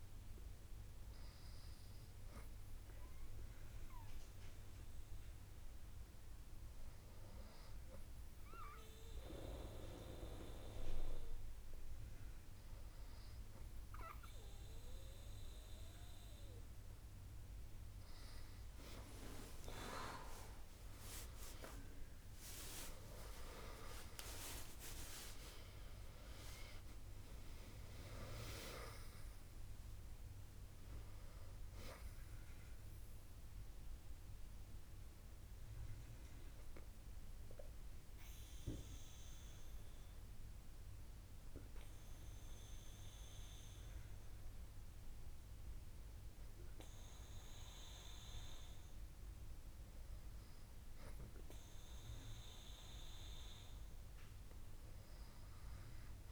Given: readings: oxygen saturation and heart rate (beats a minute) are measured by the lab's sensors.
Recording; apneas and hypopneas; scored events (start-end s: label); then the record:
breathing in sleep by a room microphone; 1
21.50-25.00 s: arousal
38.50-50.00 s: obstructive apnea (oxygen 98% before, 95% lowest, heart rate 74 before, 65 extreme, up 2 after)
52.00-56.00 s: arousal
From the record:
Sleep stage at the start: N2 (light sleep); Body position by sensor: on the back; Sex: female